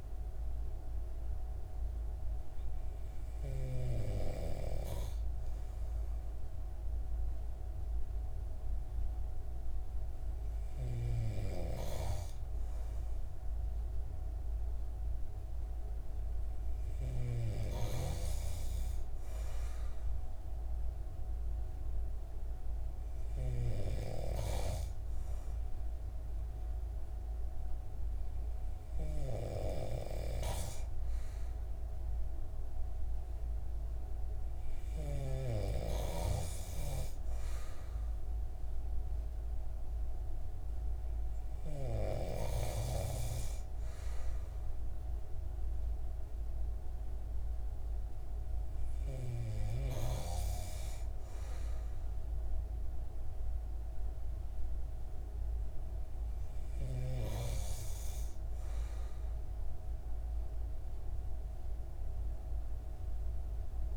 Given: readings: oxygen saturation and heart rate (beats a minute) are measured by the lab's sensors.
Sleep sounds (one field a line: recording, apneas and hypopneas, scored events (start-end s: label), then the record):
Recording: breathing in sleep by a room microphone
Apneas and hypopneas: none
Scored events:
none scored
From the record:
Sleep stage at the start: N2 (light sleep)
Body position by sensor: on the right side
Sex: male